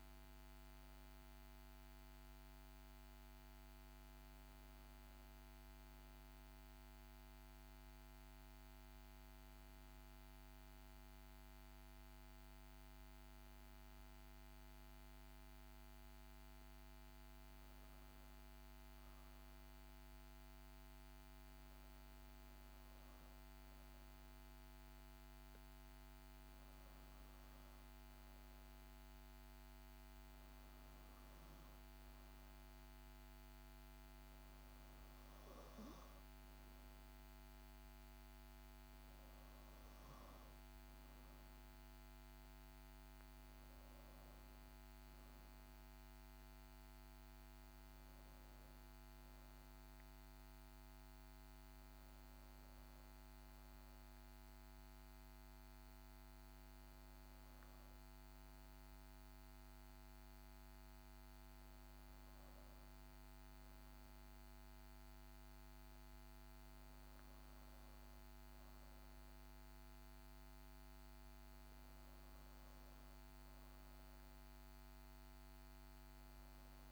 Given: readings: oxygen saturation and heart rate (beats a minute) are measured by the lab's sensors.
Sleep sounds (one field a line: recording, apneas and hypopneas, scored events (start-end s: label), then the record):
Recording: breathing in sleep, hard to hear, by a microphone on the trachea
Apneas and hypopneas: none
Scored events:
41.00-45.50 s: arousal
From the record:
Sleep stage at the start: N2 (light sleep)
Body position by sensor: on the back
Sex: female